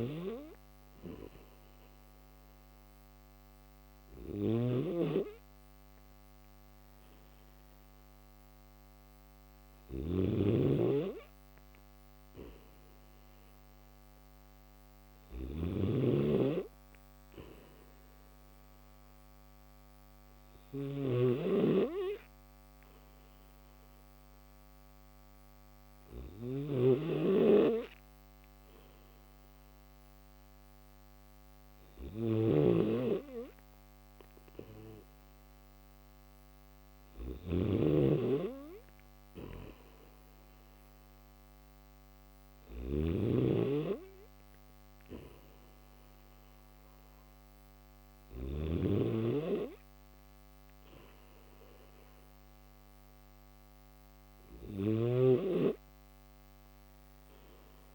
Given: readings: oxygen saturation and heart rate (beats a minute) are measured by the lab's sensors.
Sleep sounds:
breathing in sleep by a microphone on the trachea; 1
0.00-48.50 s: snoring (device-marked)
16.50-29.50 s: obstructive apnea (oxygen 95% before, 91% lowest, heart rate 77 before, 75 extreme, up 0 after)
54.50-57.95 s: snoring (device-marked)
From the record:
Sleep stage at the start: N2 (light sleep); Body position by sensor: on the back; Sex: male

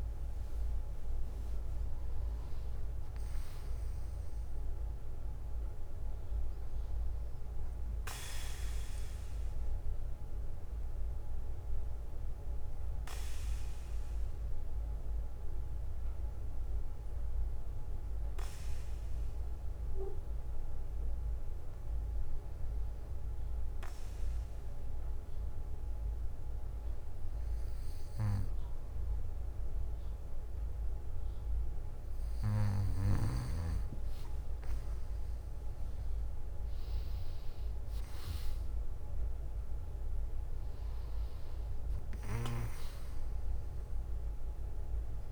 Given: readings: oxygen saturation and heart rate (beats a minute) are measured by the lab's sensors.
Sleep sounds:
breathing in sleep by a room microphone; 1
0.00-1.50 s: bradycardia (device-marked, heart rate 57 extreme)
2.50-6.00 s: arousal
10.50-13.50 s: bradycardia (device-marked, heart rate 59 before, 56 extreme)
13.00-27.50 s: obstructive apnea (oxygen 97% before, 95% lowest, heart rate 59 before, 55 extreme, up 10 after)
15.50-17.50 s: bradycardia (device-marked, heart rate 59 before, 58 extreme)
19.50-21.50 s: bradycardia (device-marked, heart rate 59 before, 57 extreme)
30.00-34.00 s: arousal
From the record:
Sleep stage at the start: N2 (light sleep); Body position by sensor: on the back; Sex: male

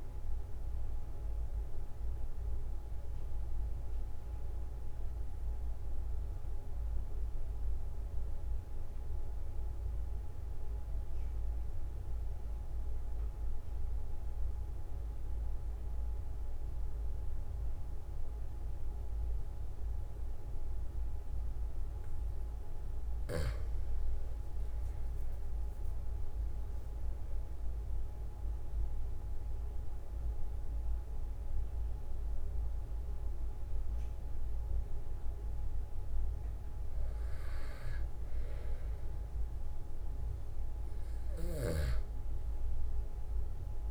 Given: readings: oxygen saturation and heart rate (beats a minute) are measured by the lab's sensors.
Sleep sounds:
breathing in sleep, hard to hear, by a room microphone; 1
0.00-15.00 s: oxygen desaturation (device-marked, oxygen 92% lowest, heart rate 41 extreme)
2.00-23.00 s: obstructive apnea (oxygen 96% before, 92% lowest, heart rate 45 before, 41 extreme, up 5 after)
24.50-29.00 s: arousal
41.50-43.91 s: snoring (device-marked)
From the record:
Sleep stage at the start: N2 (light sleep); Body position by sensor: on the back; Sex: male

